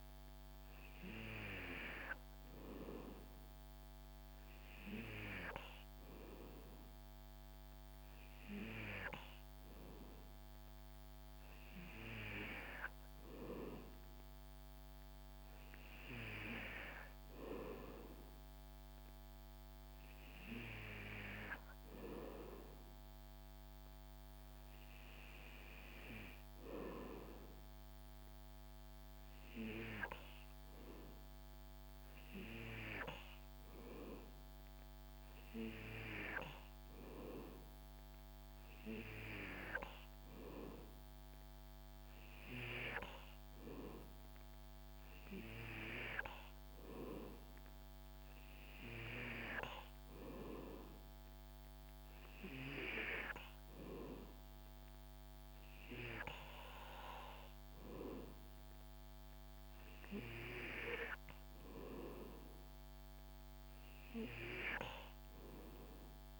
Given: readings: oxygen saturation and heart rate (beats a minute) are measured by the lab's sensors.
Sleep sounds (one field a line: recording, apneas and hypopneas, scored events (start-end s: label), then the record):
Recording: breathing in sleep by a microphone on the trachea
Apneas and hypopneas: none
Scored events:
none scored
From the record:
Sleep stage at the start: N2 (light sleep)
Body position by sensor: on the back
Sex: male